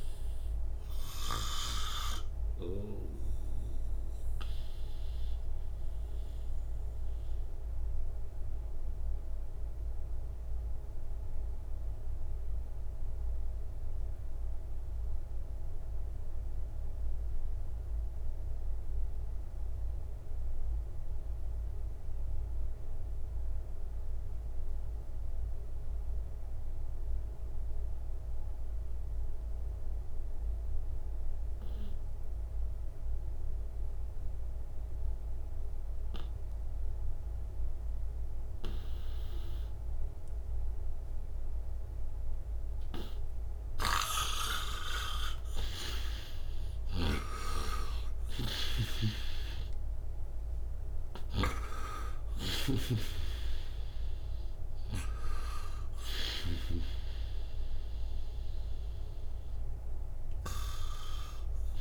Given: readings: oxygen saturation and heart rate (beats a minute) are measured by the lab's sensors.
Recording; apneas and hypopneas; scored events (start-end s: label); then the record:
breathing in sleep by a room microphone; 1
0.00-3.50 s: snoring (device-marked)
0.00-16.50 s: oxygen desaturation (device-marked, oxygen 83% lowest, heart rate 58 extreme)
1.50-44.00 s: mixed apnea (oxygen 96% before, 83% lowest, heart rate 78 before, 58 extreme, up 25 after)
32.50-61.81 s: oxygen desaturation (device-marked, oxygen 98% before, 83% lowest, heart rate 60 before, 58 extreme)
43.50-56.50 s: snoring (device-marked)
45.00-50.00 s: arousal
From the record:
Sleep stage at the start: N2 (light sleep); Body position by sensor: on the right side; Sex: male